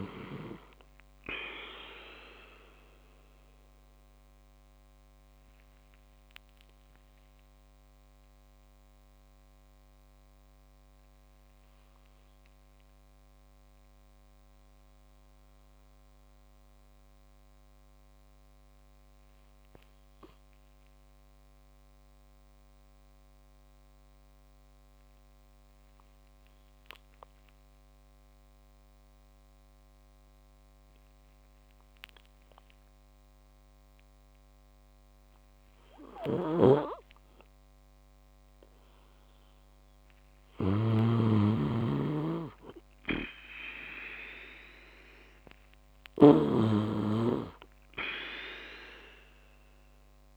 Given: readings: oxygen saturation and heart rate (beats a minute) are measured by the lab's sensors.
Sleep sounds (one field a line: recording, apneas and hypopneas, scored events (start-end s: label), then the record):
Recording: breathing in sleep by a microphone on the trachea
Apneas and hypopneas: 1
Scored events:
1.50-35.50 s: obstructive apnea (oxygen 99% before, 94% lowest)
35.50-50.36 s: snoring (device-marked)
37.50-42.00 s: arousal
From the record:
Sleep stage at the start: N2 (light sleep)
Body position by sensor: on the back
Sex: male